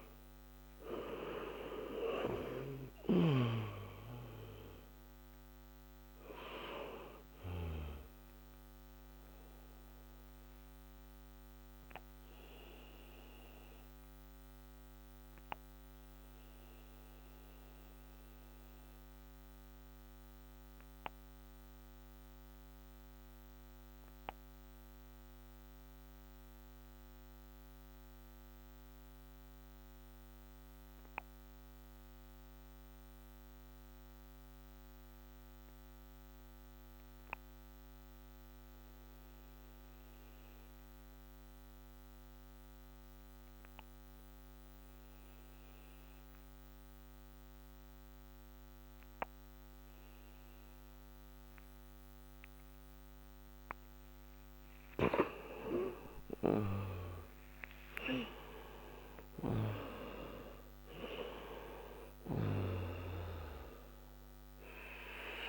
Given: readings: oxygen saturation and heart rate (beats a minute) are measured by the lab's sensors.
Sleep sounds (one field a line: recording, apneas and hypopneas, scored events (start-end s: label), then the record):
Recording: breathing in sleep by a microphone on the trachea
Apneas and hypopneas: 1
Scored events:
0.00-3.50 s: arousal
0.00-34.50 s: oxygen desaturation (device-marked, oxygen 86% lowest, heart rate 57 extreme)
10.00-53.50 s: obstructive apnea (oxygen 98% before, 86% lowest, heart rate 66 before, 55 extreme, up 9 after)
53.50-65.49 s: oxygen desaturation (device-marked, oxygen 97% before, 86% lowest, heart rate 62 before, 55 extreme)
55.00-59.00 s: arousal
From the record:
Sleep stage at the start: N2 (light sleep)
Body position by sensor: on the back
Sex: male